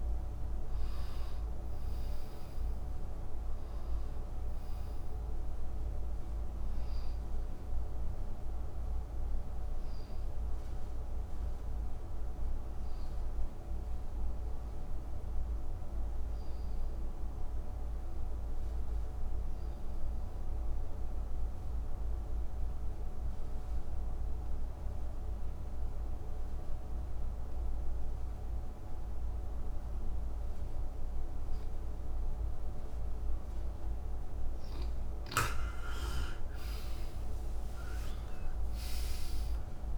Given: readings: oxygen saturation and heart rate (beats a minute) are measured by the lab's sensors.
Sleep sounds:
breathing in sleep, hard to hear, by a room microphone; 1
0.00-21.00 s: oxygen desaturation (device-marked, oxygen 88% lowest, heart rate 54 extreme)
9.00-33.00 s: obstructive apnea (oxygen 97% before, 85% lowest, heart rate 81 before, 54 extreme, up 29 after)
36.00-39.98 s: arousal
36.00-39.98 s: oxygen desaturation (device-marked, oxygen 97% before, 85% lowest, heart rate 59 before, 57 extreme)
From the record:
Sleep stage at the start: N2 (light sleep); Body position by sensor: on the right side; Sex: male

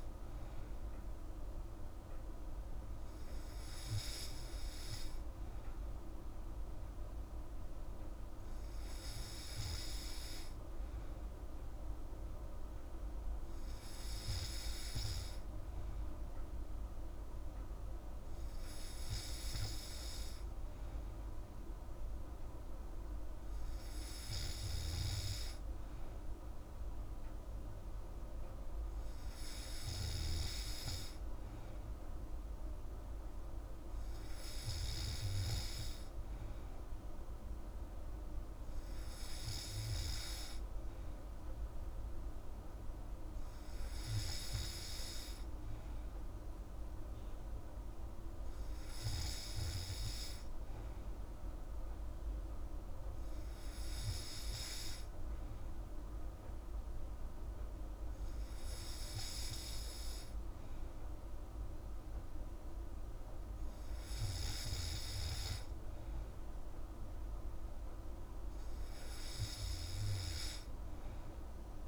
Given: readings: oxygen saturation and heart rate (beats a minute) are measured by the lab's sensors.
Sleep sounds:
breathing in sleep, hard to hear, by a room microphone; none
none scored
From the record:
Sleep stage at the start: N3 (deep sleep); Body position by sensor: on the back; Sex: female

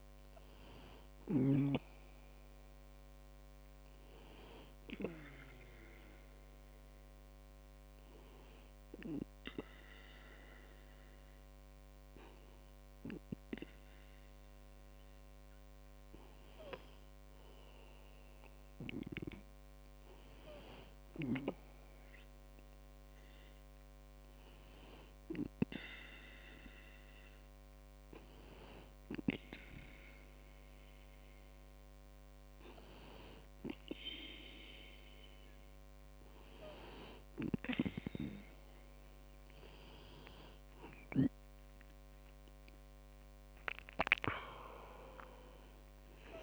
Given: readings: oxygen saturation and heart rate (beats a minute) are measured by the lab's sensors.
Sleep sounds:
breathing in sleep by a microphone on the trachea; 1
4.50-17.00 s: hypopnea (oxygen 97% before, 96% lowest, heart rate 52 before, 45 extreme, up 4 after)
19.00-23.00 s: arousal
41.50-44.50 s: arousal
From the record:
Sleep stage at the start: N2 (light sleep); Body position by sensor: on the back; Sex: male

